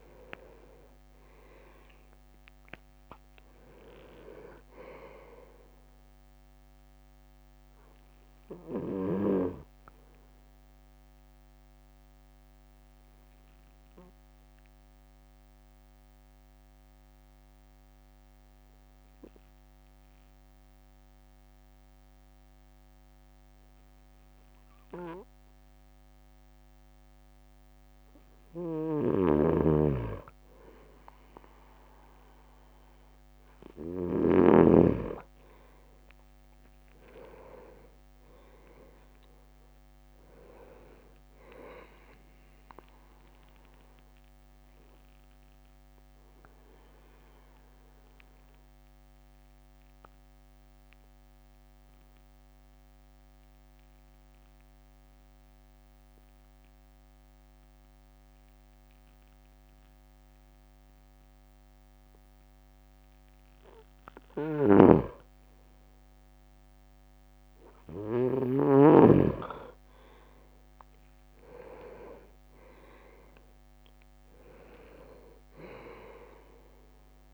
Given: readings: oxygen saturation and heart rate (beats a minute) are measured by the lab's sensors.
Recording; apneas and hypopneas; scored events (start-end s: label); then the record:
breathing in sleep by a microphone on the trachea; 2
0.00-1.50 s: leg movement (device-marked)
0.00-2.50 s: arousal
9.00-27.50 s: obstructive apnea (oxygen 98% before, 97% lowest)
28.50-34.50 s: snoring (device-marked)
35.00-36.00 s: leg movement (device-marked)
36.00-40.00 s: arousal
37.00-39.50 s: leg movement (device-marked)
44.50-63.00 s: obstructive apnea (oxygen 99% before, 97% lowest)
64.00-68.50 s: snoring (device-marked)
71.50-75.50 s: arousal
From the record:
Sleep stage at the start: N2 (light sleep); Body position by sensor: on the right side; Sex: male